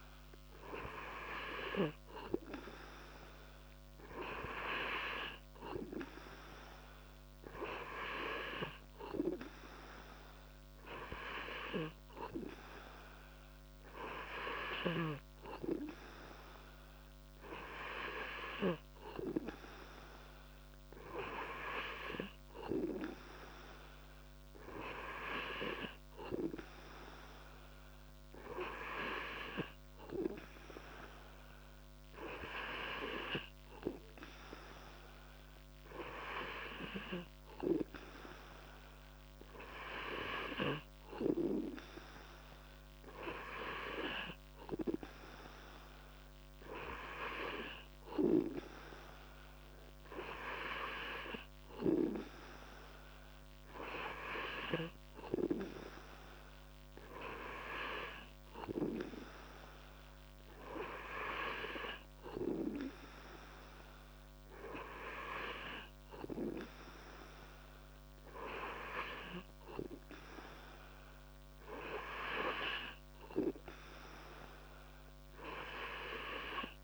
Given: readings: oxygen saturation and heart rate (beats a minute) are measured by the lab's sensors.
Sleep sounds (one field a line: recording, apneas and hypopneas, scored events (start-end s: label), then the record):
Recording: breathing in sleep by a microphone on the trachea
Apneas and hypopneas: none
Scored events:
none scored
From the record:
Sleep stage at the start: N2 (light sleep)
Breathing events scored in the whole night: 128 in 3.2 hours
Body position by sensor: on the back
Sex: male